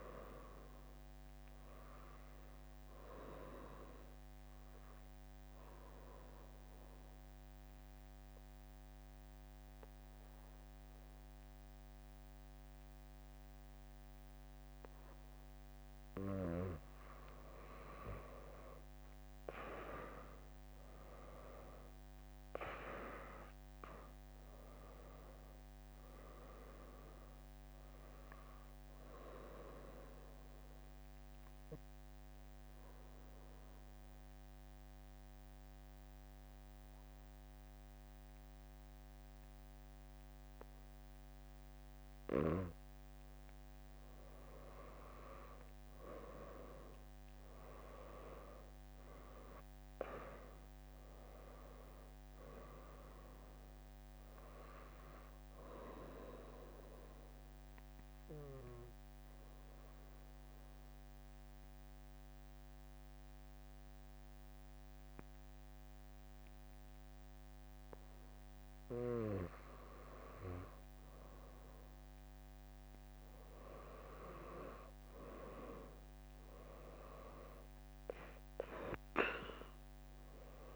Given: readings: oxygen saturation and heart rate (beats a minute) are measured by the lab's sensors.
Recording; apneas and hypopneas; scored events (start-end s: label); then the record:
breathing in sleep by a microphone on the trachea; 3
5.00-15.00 s: drop in pulse transit time (device-marked, heart rate 72 before, 70 extreme)
5.50-16.50 s: obstructive apnea (oxygen 100% before, 96% lowest, heart rate 72 before, 60 extreme)
19.00-23.50 s: arousal
24.00-40.00 s: oxygen desaturation (device-marked, oxygen 99% before, 96% lowest, heart rate 73 before, 60 extreme)
29.00-42.00 s: drop in pulse transit time (device-marked, heart rate 72 before, 78 extreme)
30.50-43.00 s: mixed apnea (oxygen 99% before, 96% lowest, heart rate 71 before, 60 extreme)
45.50-49.50 s: arousal
56.00-69.00 s: drop in pulse transit time (device-marked, heart rate 73 before, 78 extreme)
57.50-70.00 s: mixed apnea (oxygen 100% before, 95% lowest, heart rate 73 before, 59 extreme)
75.00-79.00 s: arousal
From the record:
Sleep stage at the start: N2 (light sleep); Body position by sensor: on the back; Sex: female